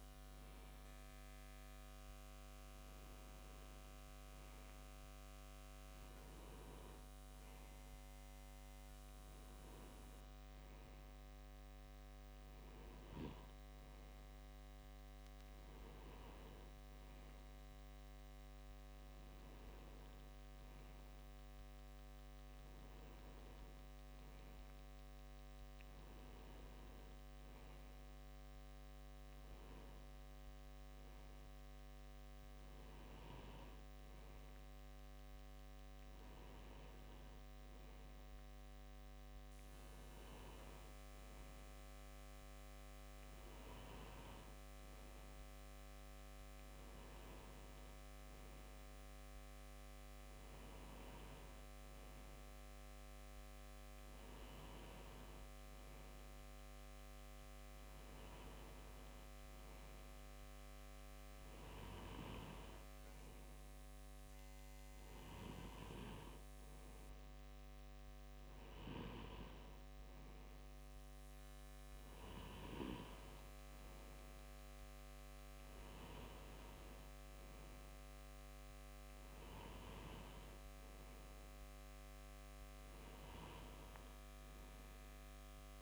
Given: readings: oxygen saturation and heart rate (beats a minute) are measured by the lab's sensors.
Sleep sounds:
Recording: breathing in sleep by a microphone on the trachea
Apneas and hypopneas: none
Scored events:
38.00-42.00 s: bradycardia (device-marked, heart rate 61 before, 59 extreme)
55.00-57.00 s: bradycardia (device-marked, heart rate 61 before, 59 extreme)
From the record:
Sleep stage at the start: N2 (light sleep)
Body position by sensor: on the left side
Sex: male

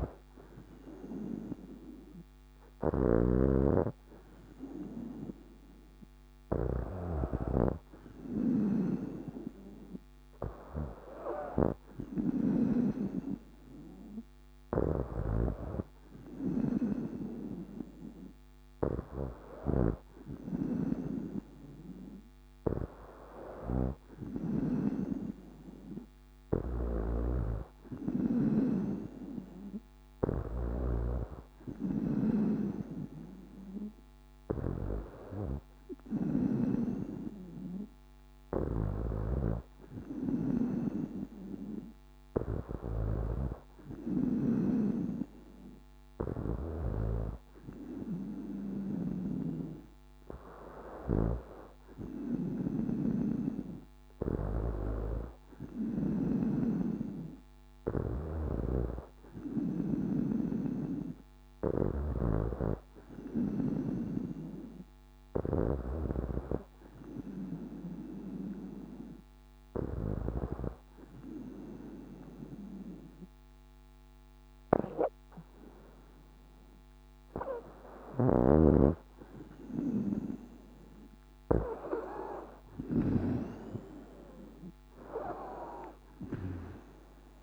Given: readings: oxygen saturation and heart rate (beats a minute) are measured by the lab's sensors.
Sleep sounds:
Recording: breathing in sleep by a microphone on the trachea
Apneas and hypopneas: 1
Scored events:
0.00-24.50 s: snoring (device-marked)
26.50-36.00 s: snoring (device-marked)
38.00-59.50 s: snoring (device-marked)
61.50-65.50 s: snoring (device-marked)
69.50-80.00 s: hypopnea (oxygen 96% before, 92% lowest, heart rate 66 before, 62 extreme, up 2 after)
77.50-83.00 s: snoring (device-marked)
From the record:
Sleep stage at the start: N2 (light sleep)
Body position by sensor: on the back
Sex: female

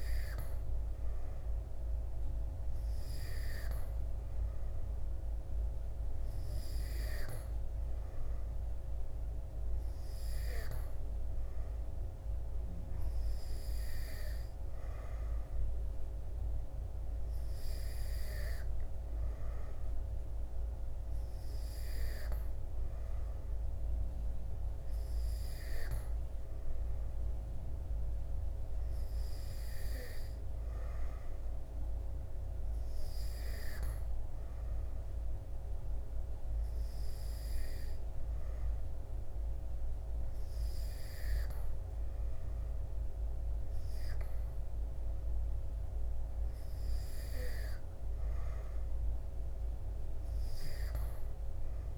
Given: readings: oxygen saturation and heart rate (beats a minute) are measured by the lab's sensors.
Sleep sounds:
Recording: breathing in sleep, hard to hear, by a room microphone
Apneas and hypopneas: none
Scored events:
49.50-51.98 s: new sleep stage, N3 (deep sleep)
From the record:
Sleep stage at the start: N2 (light sleep)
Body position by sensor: on the back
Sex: male

